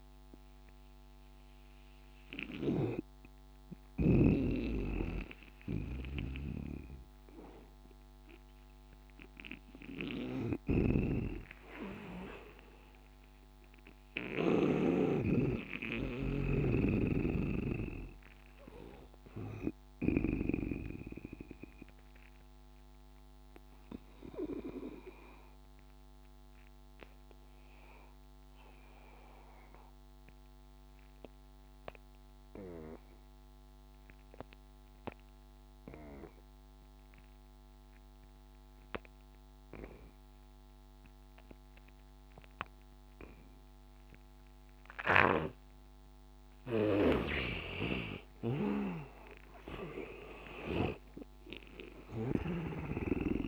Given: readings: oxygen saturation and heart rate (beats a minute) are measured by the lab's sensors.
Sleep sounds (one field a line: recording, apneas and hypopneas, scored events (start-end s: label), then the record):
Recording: breathing in sleep by a microphone on the trachea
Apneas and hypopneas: 1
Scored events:
0.00-10.00 s: oxygen desaturation (device-marked, oxygen 88% lowest, heart rate 80 extreme)
10.00-14.50 s: snoring (device-marked)
13.00-17.00 s: arousal
16.50-20.00 s: snoring (device-marked)
21.50-45.50 s: obstructive apnea (oxygen 99% before, 86% lowest, heart rate 92 before, 77 extreme, up 11 after)
35.00-53.48 s: oxygen desaturation (device-marked, oxygen 98% before, 86% lowest, heart rate 87 before, 74 extreme)
48.00-52.00 s: arousal
52.00-53.48 s: snoring (device-marked)
From the record:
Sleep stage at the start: N2 (light sleep)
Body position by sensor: on the back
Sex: male